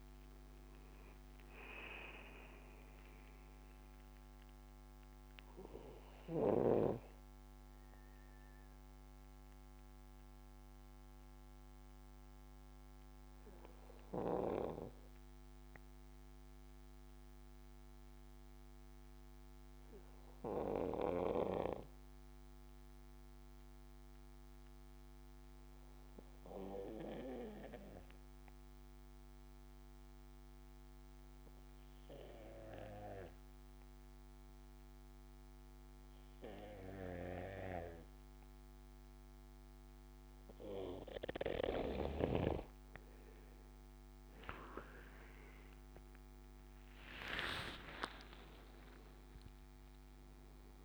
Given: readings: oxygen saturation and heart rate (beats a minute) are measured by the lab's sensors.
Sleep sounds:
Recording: breathing in sleep by a microphone on the trachea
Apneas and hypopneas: 1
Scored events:
0.00-6.50 s: oxygen desaturation (device-marked, oxygen 92% lowest, heart rate 58 extreme)
3.00-40.00 s: obstructive apnea (oxygen 99% before, 91% lowest, heart rate 74 before, 59 extreme, up 16 after)
3.50-6.50 s: bradycardia (device-marked, heart rate 71 before, 63 extreme)
38.50-50.85 s: oxygen desaturation (device-marked, oxygen 99% before, 91% lowest, heart rate 68 before, 62 extreme)
42.00-46.50 s: arousal
From the record:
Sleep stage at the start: N2 (light sleep)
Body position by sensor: on the back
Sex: male

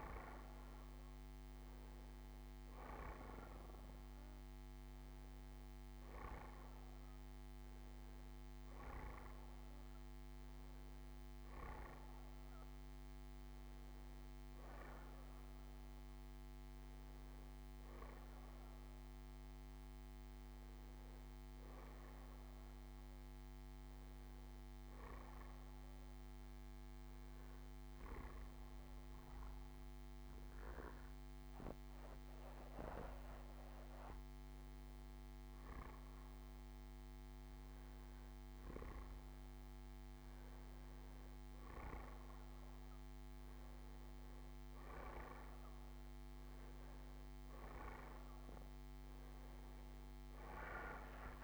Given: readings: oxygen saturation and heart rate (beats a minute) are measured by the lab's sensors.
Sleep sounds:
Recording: breathing in sleep by a microphone on the trachea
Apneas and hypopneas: 1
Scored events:
10.50-14.50 s: arousal
26.50-37.50 s: hypopnea (oxygen 93% before, 89% lowest, heart rate 67 before, 64 extreme, up 6 after)
39.50-43.50 s: arousal
46.00-51.44 s: oxygen desaturation (device-marked, oxygen 93% before, 89% lowest, heart rate 67 before, 63 extreme)
From the record:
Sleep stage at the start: N2 (light sleep)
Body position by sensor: on the back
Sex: male

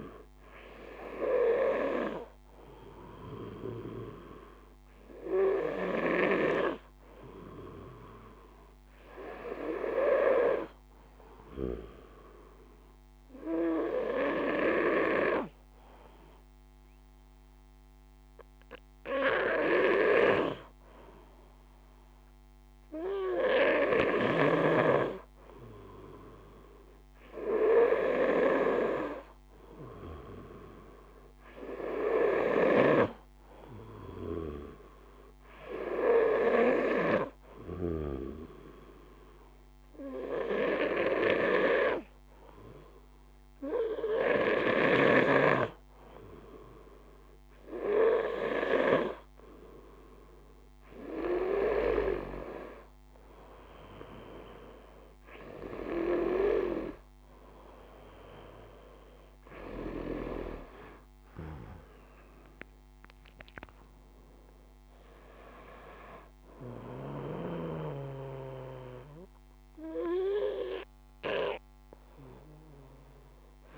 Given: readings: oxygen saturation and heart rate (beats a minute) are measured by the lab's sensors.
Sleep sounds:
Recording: breathing in sleep by a microphone on the trachea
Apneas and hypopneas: 1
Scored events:
0.00-20.50 s: oxygen desaturation (device-marked, oxygen 93% lowest, heart rate 50 extreme)
25.50-29.00 s: arousal
32.00-37.50 s: snoring (device-marked)
33.50-45.50 s: hypopnea (oxygen 96% before, 94% lowest, heart rate 52 before, 52 extreme, up 2 after)
48.00-52.50 s: arousal
From the record:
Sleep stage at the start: N2 (light sleep)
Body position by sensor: on the back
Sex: male

